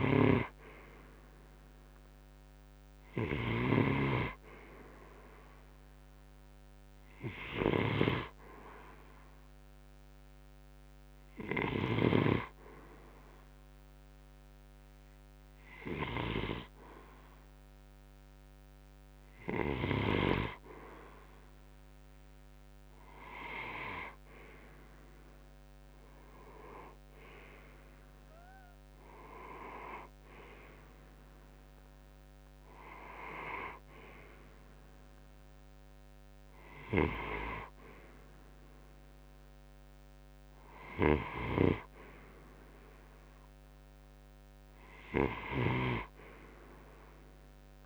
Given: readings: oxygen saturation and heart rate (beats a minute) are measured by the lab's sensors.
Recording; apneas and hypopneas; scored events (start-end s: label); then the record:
breathing in sleep by a microphone on the trachea; 1
0.00-11.50 s: snoring (device-marked)
9.50-20.50 s: hypopnea (oxygen 92% before, 89% lowest)
25.50-29.00 s: arousal
From the record:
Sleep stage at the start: N2 (light sleep); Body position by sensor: on the right side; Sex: male